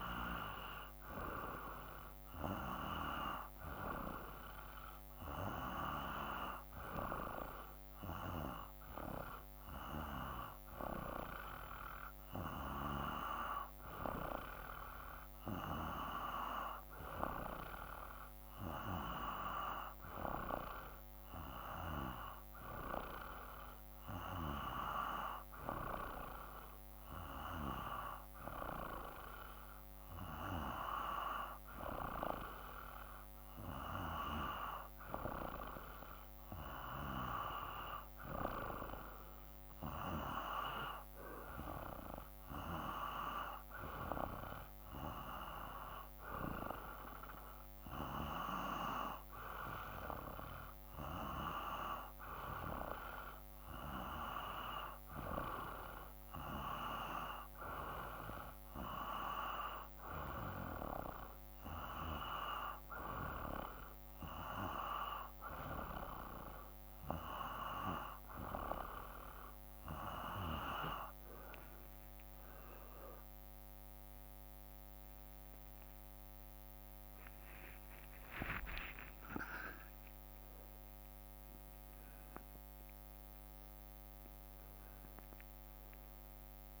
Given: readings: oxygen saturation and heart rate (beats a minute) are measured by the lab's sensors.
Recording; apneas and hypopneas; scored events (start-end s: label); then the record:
breathing in sleep by a microphone on the trachea; none
0.00-2.00 s: oxygen desaturation (device-marked, oxygen 90% lowest, heart rate 55 extreme)
75.50-77.50 s: long interval between heartbeats (device-marked, heart rate 56 before, 66 extreme)
75.50-80.50 s: arousal
79.00-81.00 s: long interval between heartbeats (device-marked, heart rate 61 before, 99 extreme)
From the record:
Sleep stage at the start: N2 (light sleep); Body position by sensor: on the back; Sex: male